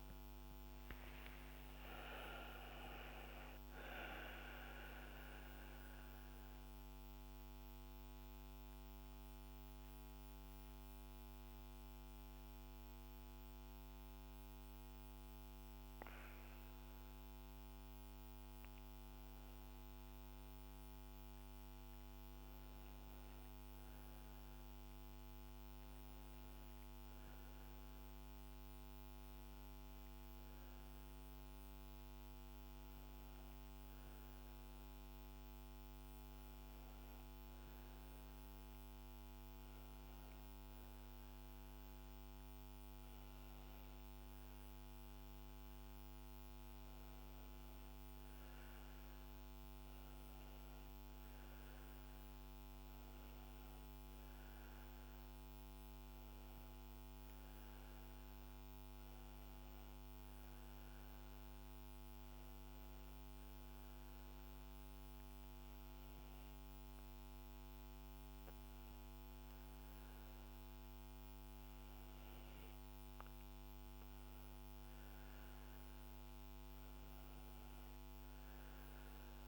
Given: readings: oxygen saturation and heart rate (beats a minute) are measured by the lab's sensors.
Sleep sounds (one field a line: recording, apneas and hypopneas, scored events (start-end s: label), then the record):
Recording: breathing in sleep, hard to hear, by a microphone on the trachea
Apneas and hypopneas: 2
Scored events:
0.00-3.50 s: arousal
6.00-19.00 s: central apnea (oxygen 97% before, 95% lowest, heart rate 72 before, 69 extreme, up 3 after)
15.00-75.00 s: new sleep stage, N2 (light sleep)
23.00-29.00 s: arousal
50.00-74.00 s: oxygen desaturation (device-marked, oxygen 98% before, 95% lowest, heart rate 71 before, 71 extreme)
54.50-58.50 s: arousal
63.50-74.00 s: hypopnea (oxygen 98% before, 94% lowest, heart rate 72 before, 71 extreme, up 0 after)
75.00-79.48 s: new sleep stage, N1 (lightest sleep)
From the record:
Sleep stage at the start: N1 (lightest sleep)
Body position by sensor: on the back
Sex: female